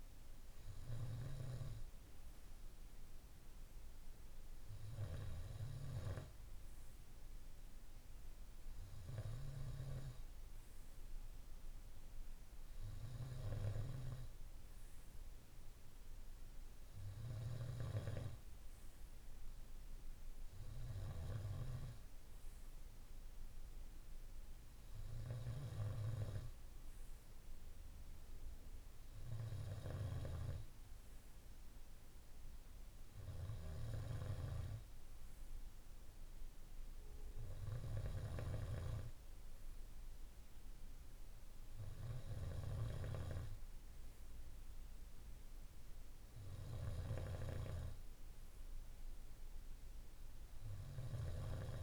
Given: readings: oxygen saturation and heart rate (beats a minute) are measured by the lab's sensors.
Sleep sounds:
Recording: breathing in sleep by a room microphone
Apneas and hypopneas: none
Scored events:
none scored
From the record:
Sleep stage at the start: N2 (light sleep)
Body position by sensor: on the right side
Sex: male

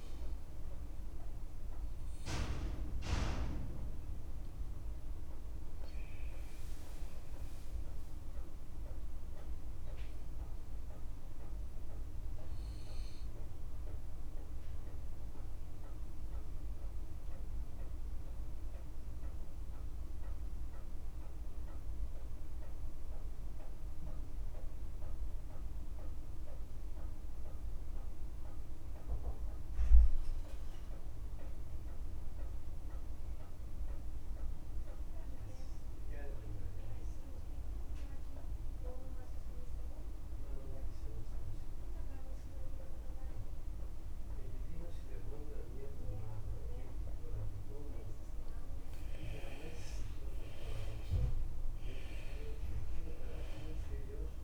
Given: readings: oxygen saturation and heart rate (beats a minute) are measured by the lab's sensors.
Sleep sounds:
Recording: breathing in sleep by a room microphone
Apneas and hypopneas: 1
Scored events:
0.00-20.00 s: oxygen desaturation (device-marked, oxygen 87% lowest, heart rate 51 extreme)
11.00-13.00 s: long interval between heartbeats (device-marked, heart rate 55 before, 70 extreme)
15.00-47.00 s: mixed apnea (oxygen 94% before, 85% lowest, heart rate 58 before, 51 extreme, up 3 after)
41.00-54.44 s: oxygen desaturation (device-marked, oxygen 97% before, 85% lowest, heart rate 53 before, 50 extreme)
50.00-54.44 s: arousal
From the record:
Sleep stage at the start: N2 (light sleep)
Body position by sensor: on the left side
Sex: male

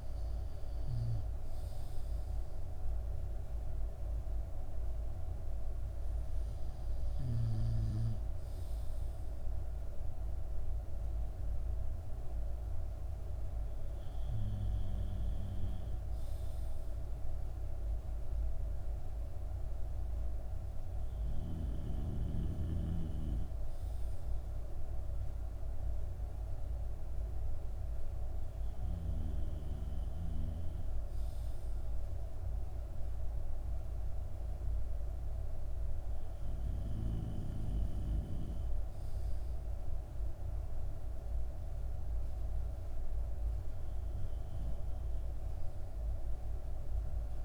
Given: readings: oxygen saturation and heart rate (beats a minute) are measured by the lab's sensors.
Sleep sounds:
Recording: breathing in sleep by a room microphone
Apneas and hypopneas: none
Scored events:
none scored
From the record:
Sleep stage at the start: N2 (light sleep)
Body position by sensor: on the back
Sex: male

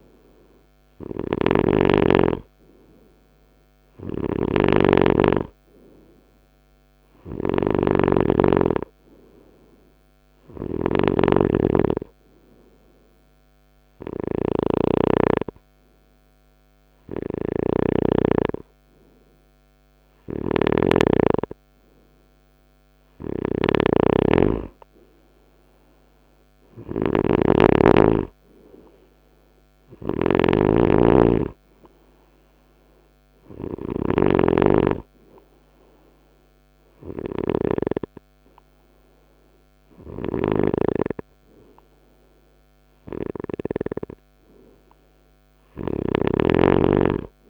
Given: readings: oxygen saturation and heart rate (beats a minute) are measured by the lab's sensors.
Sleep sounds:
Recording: breathing in sleep by a microphone on the trachea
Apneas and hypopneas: none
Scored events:
0.00-1.00 s: snoring (device-marked)
3.00-33.50 s: snoring (device-marked)
32.50-47.50 s: new sleep stage, N3 (deep sleep)
39.50-47.50 s: snoring (device-marked)
From the record:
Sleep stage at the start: N2 (light sleep)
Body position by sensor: on the right side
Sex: male

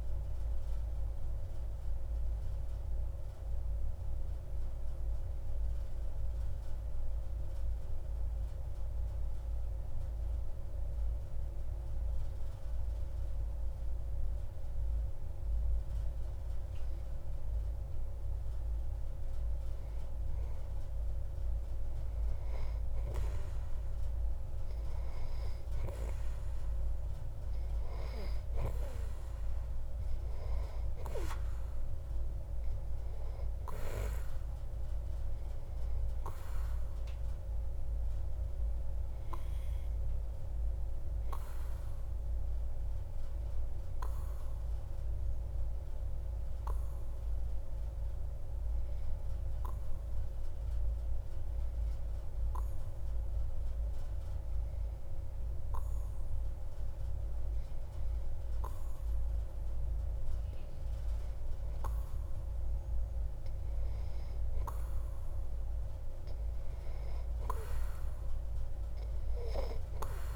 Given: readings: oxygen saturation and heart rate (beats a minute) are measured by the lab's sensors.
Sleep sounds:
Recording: breathing in sleep by a room microphone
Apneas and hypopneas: 2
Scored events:
1.00-18.00 s: mixed apnea (oxygen 97% before, 92% lowest)
23.00-26.50 s: arousal
28.50-42.50 s: oxygen desaturation (device-marked, oxygen 97% before, 93% lowest)
44.50-59.00 s: obstructive apnea (oxygen 97% before, 92% lowest)
61.50-64.50 s: arousal
From the record:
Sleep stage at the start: N2 (light sleep)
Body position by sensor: on the back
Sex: male

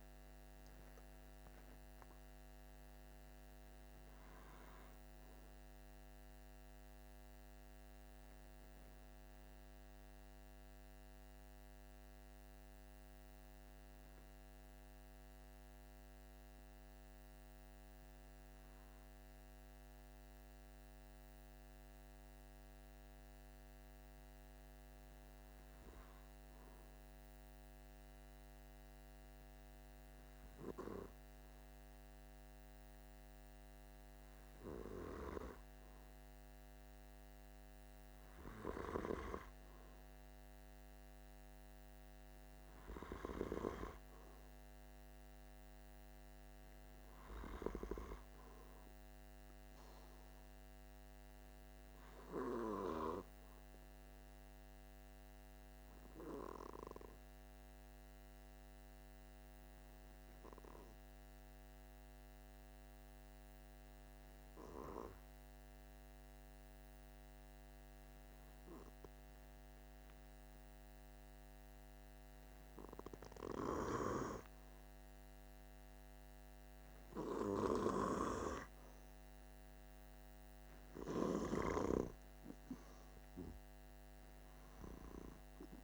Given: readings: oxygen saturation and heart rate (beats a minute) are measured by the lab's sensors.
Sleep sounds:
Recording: breathing in sleep by a microphone on the trachea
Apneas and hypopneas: 2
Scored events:
0.00-24.50 s: oxygen desaturation (device-marked, oxygen 94% lowest, heart rate 44 extreme)
20.00-37.00 s: hypopnea (oxygen 97% before, 94% lowest, heart rate 48 before, 46 extreme, up 0 after)
38.50-42.50 s: arousal
53.50-73.50 s: obstructive apnea (oxygen 98% before, 94% lowest, heart rate 47 before, 46 extreme, up 8 after)
76.00-80.50 s: arousal
77.00-81.00 s: snoring (device-marked)
From the record:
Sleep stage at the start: N2 (light sleep)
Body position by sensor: on the back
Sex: male

